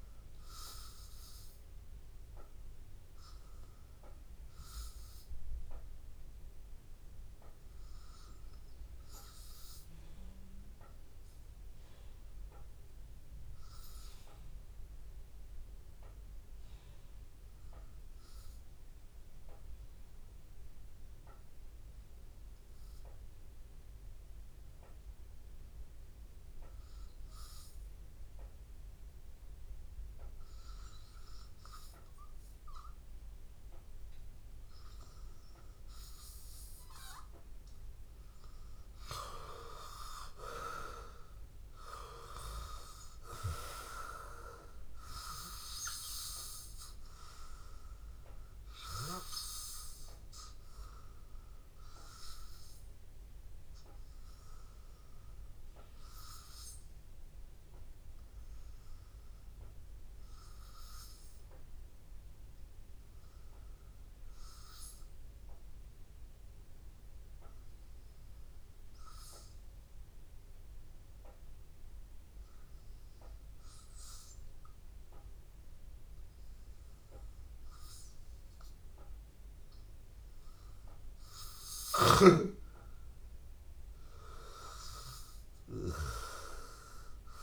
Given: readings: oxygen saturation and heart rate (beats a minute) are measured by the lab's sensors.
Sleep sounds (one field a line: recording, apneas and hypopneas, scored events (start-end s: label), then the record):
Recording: breathing in sleep by a room microphone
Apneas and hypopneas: 2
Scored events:
0.00-16.00 s: oxygen desaturation (device-marked, oxygen 92% lowest, heart rate 82 extreme)
6.00-30.00 s: obstructive apnea (oxygen 97% before, 91% lowest, heart rate 83 before, 82 extreme, up 1 after)
29.00-62.00 s: oxygen desaturation (device-marked, oxygen 99% before, 91% lowest, heart rate 82 before, 82 extreme)
32.50-36.00 s: arousal
54.50-73.00 s: hypopnea (oxygen 97% before, 91% lowest, heart rate 83 before, 82 extreme, up 0 after)
75.00-78.00 s: arousal
79.00-87.43 s: oxygen desaturation (device-marked, oxygen 98% before, 94% lowest, heart rate 82 before, 82 extreme)
From the record:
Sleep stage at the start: N2 (light sleep)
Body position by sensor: on the back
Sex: male